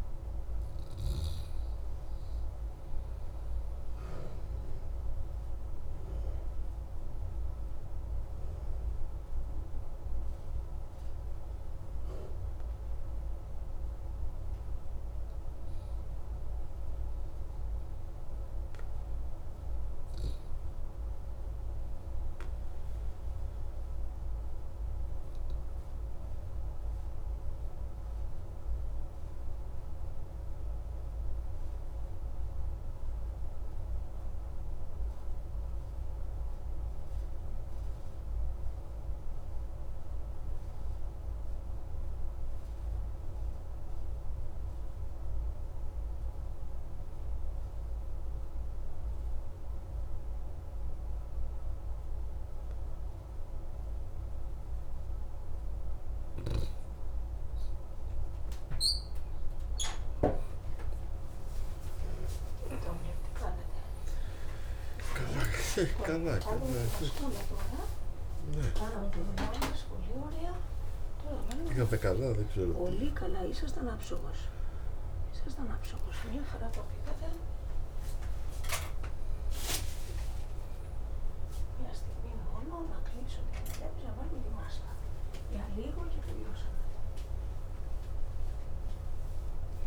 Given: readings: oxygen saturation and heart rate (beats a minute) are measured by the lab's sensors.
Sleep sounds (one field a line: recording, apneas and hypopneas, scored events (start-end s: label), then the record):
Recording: a person partly awake in a sleep study, by a room microphone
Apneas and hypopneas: 2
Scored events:
3.00-15.00 s: obstructive apnea (oxygen 97% before, 92% lowest)
16.50-20.00 s: arousal
22.00-55.00 s: obstructive apnea (oxygen 96% before, 92% lowest)
47.00-89.87 s: new sleep stage, awake
53.00-76.00 s: oxygen desaturation (device-marked, oxygen 97% before, 92% lowest)
65.50-71.50 s: snoring (device-marked)
From the record:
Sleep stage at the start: N2 (light sleep)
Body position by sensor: on the back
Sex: male